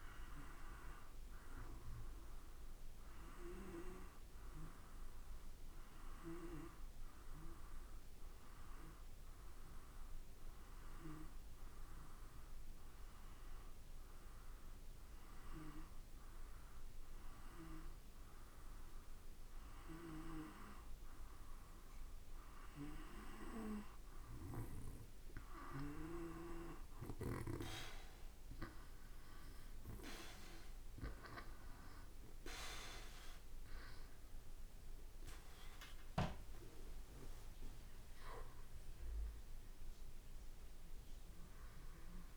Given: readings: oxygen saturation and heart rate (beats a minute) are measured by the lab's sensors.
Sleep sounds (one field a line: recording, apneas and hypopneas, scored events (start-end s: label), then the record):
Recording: breathing in sleep by a room microphone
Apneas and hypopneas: 1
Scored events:
0.00-1.50 s: arousal
5.50-25.50 s: hypopnea (oxygen 95% before, 91% lowest, heart rate 56 before, 53 extreme, up 4 after)
22.50-42.37 s: oxygen desaturation (device-marked, oxygen 95% before, 91% lowest, heart rate 55 before, 53 extreme)
35.00-39.50 s: arousal
From the record:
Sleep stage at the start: N2 (light sleep)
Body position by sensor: on the back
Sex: male